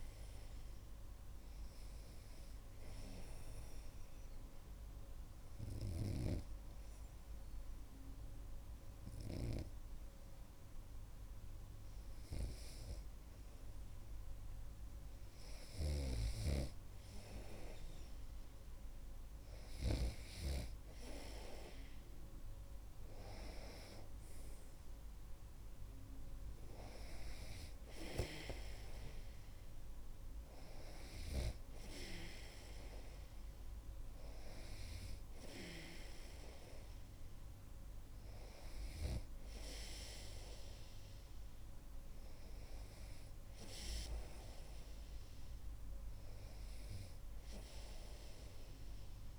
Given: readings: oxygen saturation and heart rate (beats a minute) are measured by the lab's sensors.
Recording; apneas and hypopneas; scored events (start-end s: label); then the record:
breathing in sleep by a room microphone; 1
3.50-16.00 s: hypopnea (oxygen 98% before, 96% lowest)
16.00-20.50 s: snoring (device-marked)
21.00-25.50 s: arousal
From the record:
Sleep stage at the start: N2 (light sleep); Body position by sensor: on the right side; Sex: male